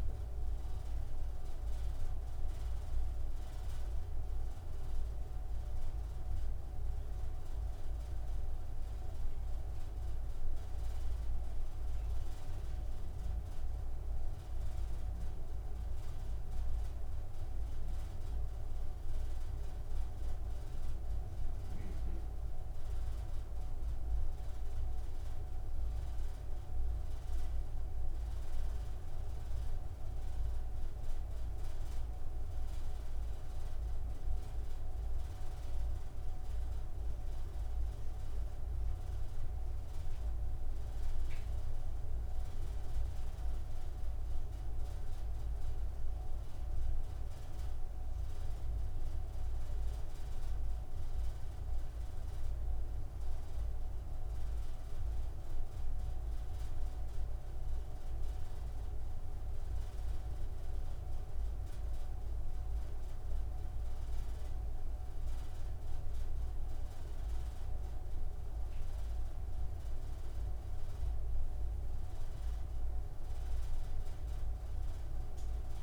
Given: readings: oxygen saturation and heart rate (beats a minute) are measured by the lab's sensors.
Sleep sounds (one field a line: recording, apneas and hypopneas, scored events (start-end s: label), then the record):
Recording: breathing in sleep, hard to hear, by a room microphone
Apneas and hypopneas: none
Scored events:
none scored
From the record:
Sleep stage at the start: N3 (deep sleep)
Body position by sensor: on the front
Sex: male